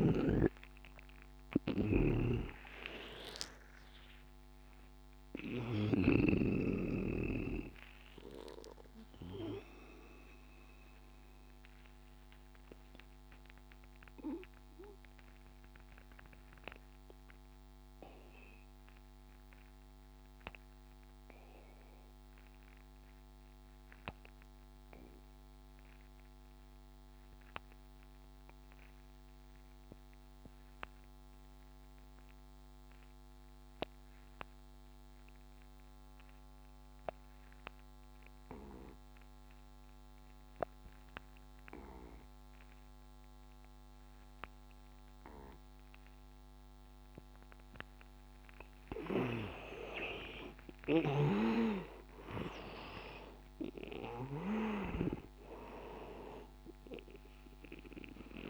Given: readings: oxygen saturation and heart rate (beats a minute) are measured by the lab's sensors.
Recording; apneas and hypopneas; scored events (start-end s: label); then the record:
breathing in sleep by a microphone on the trachea; 1
0.00-18.00 s: oxygen desaturation (device-marked, oxygen 82% lowest, heart rate 70 extreme)
2.00-6.00 s: snoring (device-marked)
9.50-49.00 s: obstructive apnea (oxygen 99% before, 75% lowest, heart rate 90 before, 70 extreme, up 15 after)
27.00-58.50 s: oxygen desaturation (device-marked, oxygen 99% before, 75% lowest, heart rate 87 before, 70 extreme)
50.50-54.50 s: arousal
From the record:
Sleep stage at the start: N2 (light sleep); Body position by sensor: on the back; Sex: male